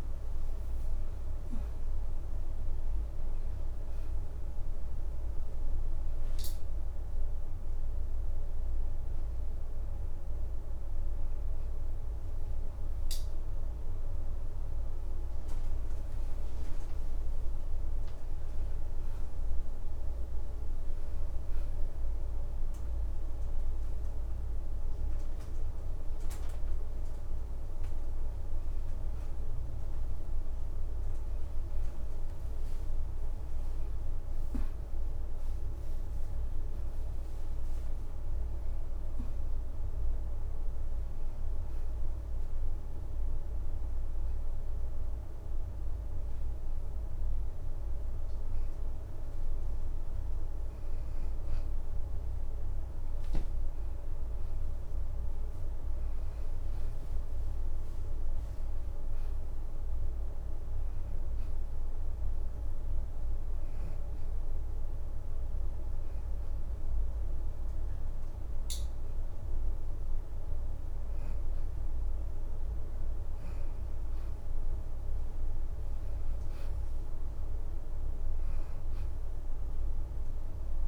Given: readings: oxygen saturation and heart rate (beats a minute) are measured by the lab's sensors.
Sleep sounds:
breathing in sleep, hard to hear, by a room microphone; 2
0.00-4.00 s: arousal
4.00-15.00 s: oxygen desaturation (device-marked, oxygen 93% before, 90% lowest, heart rate 83 before, 82 extreme)
15.00-18.50 s: leg movement (device-marked)
23.00-33.00 s: oxygen desaturation (device-marked, oxygen 93% before, 90% lowest, heart rate 84 before, 80 extreme)
38.50-42.00 s: arousal
44.00-54.00 s: hypopnea (oxygen 94% before, 87% lowest, heart rate 87 before, 80 extreme, up 6 after)
55.00-71.00 s: oxygen desaturation (device-marked, oxygen 94% before, 89% lowest, heart rate 85 before, 80 extreme)
55.50-59.00 s: arousal
56.00-58.00 s: leg movement (device-marked)
63.00-73.00 s: hypopnea (oxygen 94% before, 87% lowest, heart rate 83 before, 80 extreme, up 5 after)
75.50-76.50 s: leg movement (device-marked)
78.00-80.88 s: oxygen desaturation (device-marked, oxygen 93% before, 87% lowest, heart rate 83 before, 82 extreme)
From the record:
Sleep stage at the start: N2 (light sleep); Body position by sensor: on the back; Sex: female

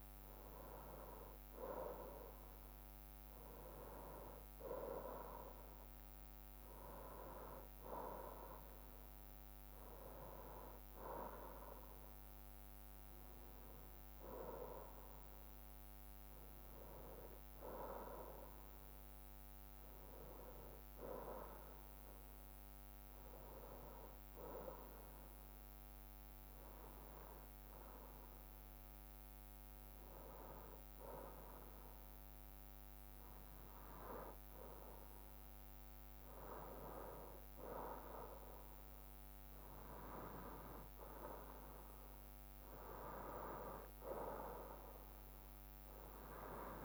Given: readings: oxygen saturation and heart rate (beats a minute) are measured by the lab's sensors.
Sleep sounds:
breathing in sleep by a microphone on the trachea; none
18.50-46.85 s: new sleep stage, N2 (light sleep)
From the record:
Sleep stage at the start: N1 (lightest sleep); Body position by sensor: on the right side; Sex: male

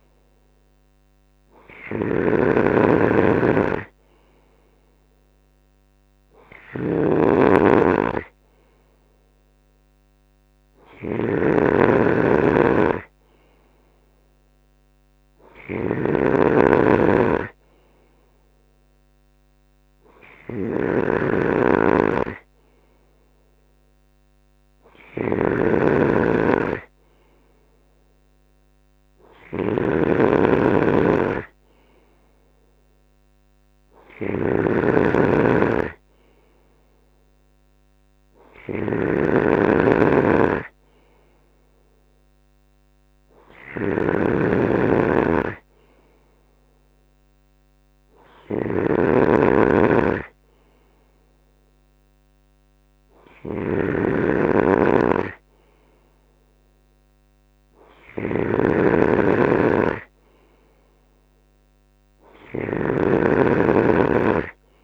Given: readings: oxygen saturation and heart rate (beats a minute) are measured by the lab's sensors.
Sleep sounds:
breathing in sleep by a microphone on the trachea; none
0.00-64.84 s: snoring (device-marked)
From the record:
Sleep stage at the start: N3 (deep sleep); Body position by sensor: on the right side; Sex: male

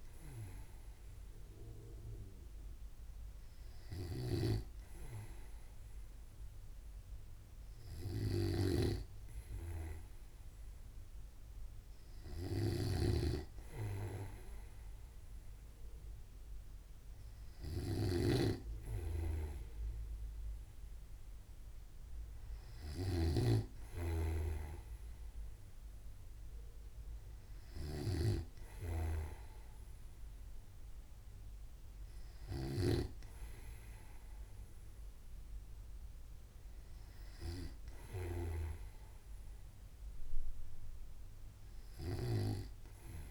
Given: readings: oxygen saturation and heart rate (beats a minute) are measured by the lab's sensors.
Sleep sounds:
breathing in sleep by a room microphone; none
0.00-43.00 s: snoring (device-marked)
From the record:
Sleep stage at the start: N2 (light sleep); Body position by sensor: on the right side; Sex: male

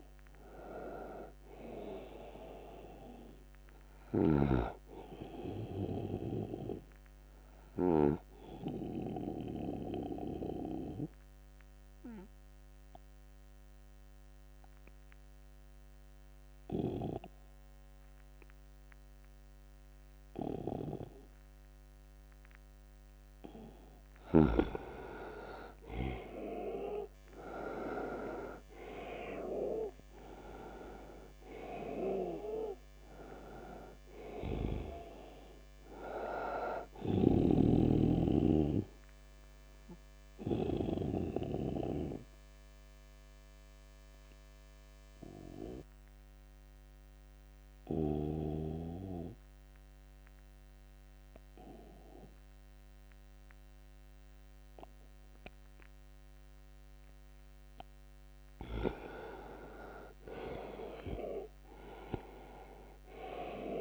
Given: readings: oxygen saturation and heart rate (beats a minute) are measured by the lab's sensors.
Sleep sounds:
breathing in sleep by a microphone on the trachea; 2
0.00-17.50 s: oxygen desaturation (device-marked, oxygen 86% lowest, heart rate 66 extreme)
6.50-23.00 s: obstructive apnea (oxygen 97% before, 86% lowest, heart rate 82 before, 66 extreme, up 9 after)
25.50-29.50 s: arousal
26.50-48.50 s: oxygen desaturation (device-marked, oxygen 99% before, 89% lowest, heart rate 78 before, 70 extreme)
40.50-58.50 s: obstructive apnea (oxygen 99% before, 87% lowest, heart rate 76 before, 76 extreme, up 9 after)
60.00-63.50 s: arousal
60.50-63.81 s: oxygen desaturation (device-marked, oxygen 98% before, 88% lowest, heart rate 81 before, 74 extreme)
From the record:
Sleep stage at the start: N2 (light sleep); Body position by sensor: on the right side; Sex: male

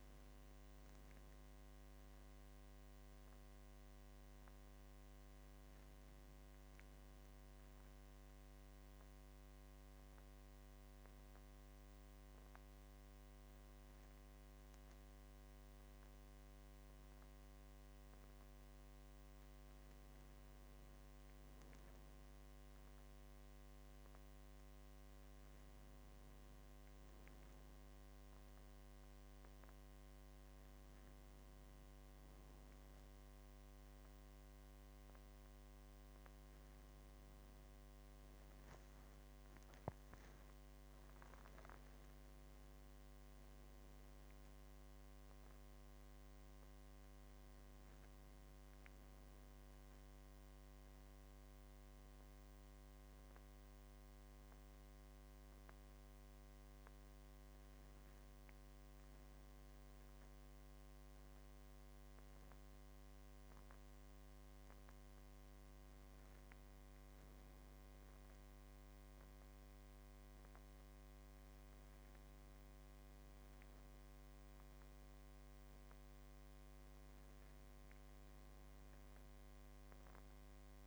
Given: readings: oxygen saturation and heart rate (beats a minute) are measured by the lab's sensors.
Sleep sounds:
a person awake in a sleep study, hard to hear, by a microphone on the trachea; none
none scored
From the record:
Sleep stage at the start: awake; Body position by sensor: on the back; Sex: male

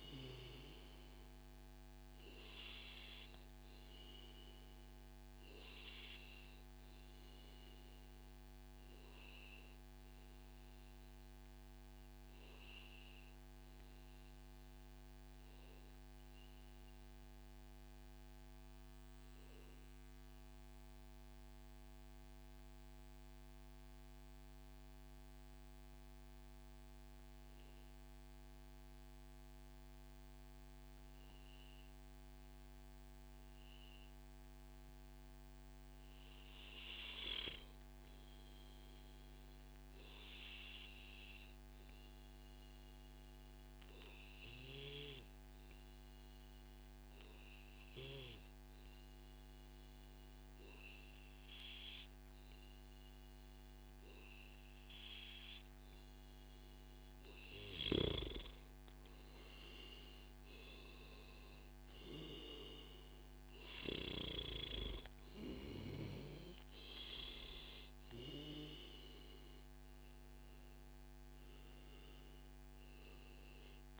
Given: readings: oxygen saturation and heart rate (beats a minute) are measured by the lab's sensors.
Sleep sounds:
breathing in sleep by a microphone on the trachea; 2
0.00-5.00 s: oxygen desaturation (device-marked, oxygen 93% lowest, heart rate 103 extreme)
5.00-31.50 s: obstructive apnea (oxygen 97% before, 93% lowest, heart rate 132 before, 94 extreme)
33.00-36.00 s: arousal
41.00-43.00 s: long interval between heartbeats (device-marked, heart rate 142 before, 136 extreme)
43.00-56.50 s: obstructive apnea (oxygen 98% before, 93% lowest, heart rate 142 before, 106 extreme, up 37 after)
58.50-61.50 s: arousal
67.00-74.00 s: oxygen desaturation (device-marked, oxygen 97% before, 93% lowest, heart rate 136 before, 106 extreme)
From the record:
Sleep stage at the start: N2 (light sleep); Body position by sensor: on the back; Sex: male

